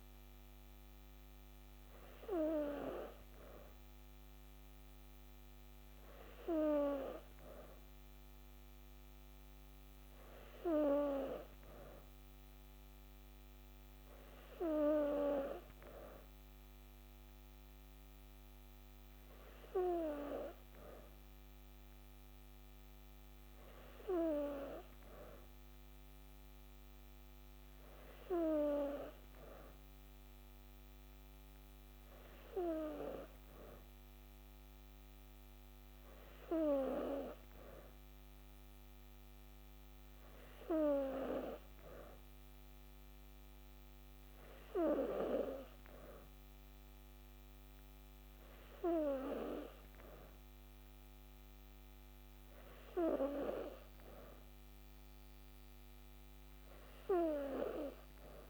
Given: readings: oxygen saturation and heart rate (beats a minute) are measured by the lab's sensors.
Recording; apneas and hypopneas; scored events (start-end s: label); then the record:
breathing in sleep by a microphone on the trachea; none
none scored
From the record:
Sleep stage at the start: N2 (light sleep); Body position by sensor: on the back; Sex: female